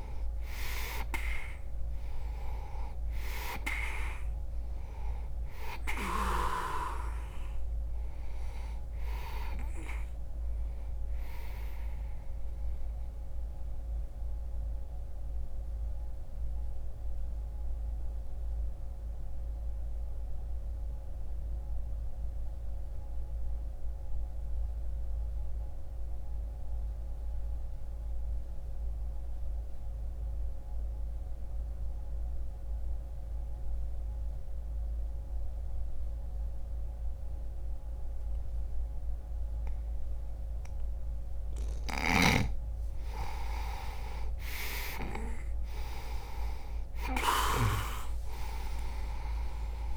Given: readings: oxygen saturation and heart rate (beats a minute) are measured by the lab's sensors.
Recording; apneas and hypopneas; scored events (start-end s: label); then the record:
breathing in sleep by a room microphone; 1
0.50-7.50 s: oxygen desaturation (device-marked, oxygen 97% before, 92% lowest)
13.50-32.50 s: oxygen desaturation (device-marked, oxygen 93% before, 84% lowest)
14.50-41.50 s: obstructive apnea (oxygen 98% before, 84% lowest)
39.50-49.97 s: oxygen desaturation (device-marked, oxygen 98% before, 91% lowest)
43.50-48.50 s: arousal
From the record:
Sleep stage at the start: N2 (light sleep); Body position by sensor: on the back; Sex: male